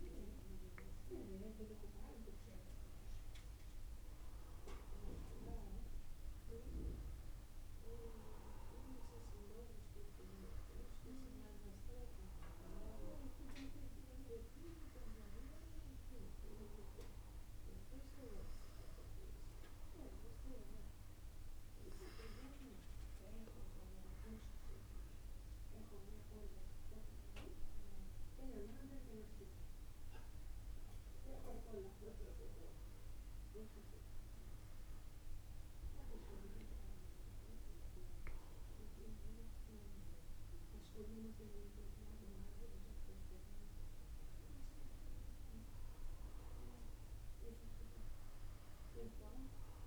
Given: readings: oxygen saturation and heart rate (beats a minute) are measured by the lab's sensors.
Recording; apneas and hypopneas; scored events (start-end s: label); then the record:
breathing in sleep by a room microphone; none
none scored
From the record:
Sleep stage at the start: N2 (light sleep); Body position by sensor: on the back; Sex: male